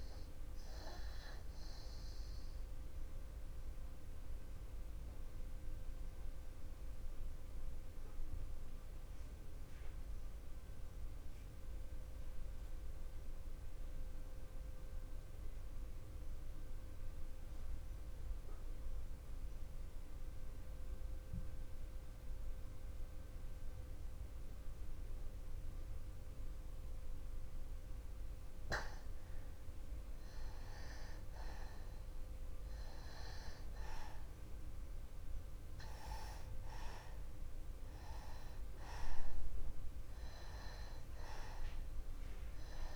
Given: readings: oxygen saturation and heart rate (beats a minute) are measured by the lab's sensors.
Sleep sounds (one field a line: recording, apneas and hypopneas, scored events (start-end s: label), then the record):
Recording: breathing in sleep by a room microphone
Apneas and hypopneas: 1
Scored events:
0.00-17.00 s: oxygen desaturation (device-marked, oxygen 86% lowest)
3.50-29.00 s: obstructive apnea (oxygen 97% before, 85% lowest)
31.00-35.50 s: arousal
34.00-42.96 s: oxygen desaturation (device-marked, oxygen 96% before, 85% lowest)
From the record:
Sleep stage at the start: N2 (light sleep)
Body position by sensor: on the back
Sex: male